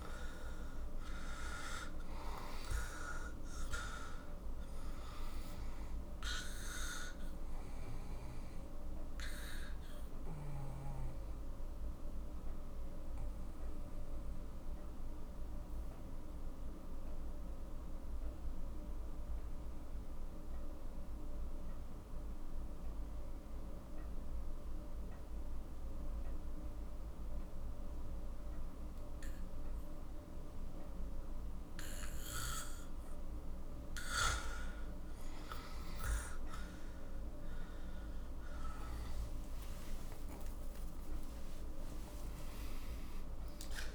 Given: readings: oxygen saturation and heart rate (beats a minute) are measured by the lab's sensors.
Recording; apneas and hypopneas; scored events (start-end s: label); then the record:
breathing in sleep by a room microphone; 1
0.00-18.50 s: oxygen desaturation (device-marked, oxygen 91% lowest, heart rate 42 extreme)
9.50-33.50 s: obstructive apnea (oxygen 98% before, 91% lowest, heart rate 54 before, 41 extreme, up 15 after)
31.50-43.95 s: oxygen desaturation (device-marked, oxygen 98% before, 91% lowest, heart rate 46 before, 40 extreme)
37.50-42.00 s: arousal
From the record:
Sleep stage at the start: N2 (light sleep); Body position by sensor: on the back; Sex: male